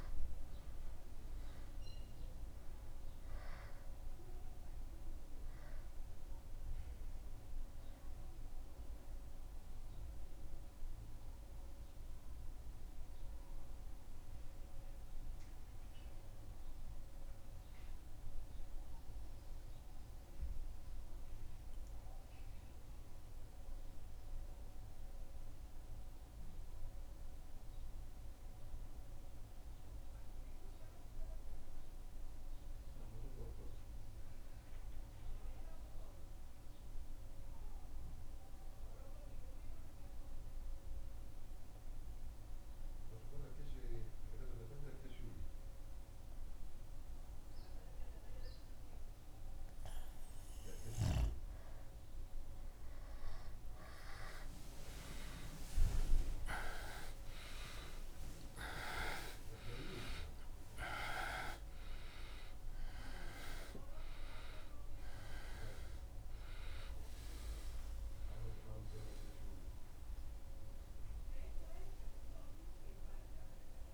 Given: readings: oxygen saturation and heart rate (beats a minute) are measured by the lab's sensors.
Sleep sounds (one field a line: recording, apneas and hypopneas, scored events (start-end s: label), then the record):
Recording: breathing in sleep by a room microphone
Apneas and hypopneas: 1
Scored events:
0.00-13.00 s: oxygen desaturation (device-marked, oxygen 99% before, 93% lowest, heart rate 74 before, 74 extreme)
14.00-51.00 s: mixed apnea (oxygen 99% before, 92% lowest, heart rate 75 before, 74 extreme, up 0 after)
60.00-73.94 s: new sleep stage, awake
From the record:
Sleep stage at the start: N2 (light sleep)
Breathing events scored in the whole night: 195 in 3.5 hours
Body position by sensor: on the back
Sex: male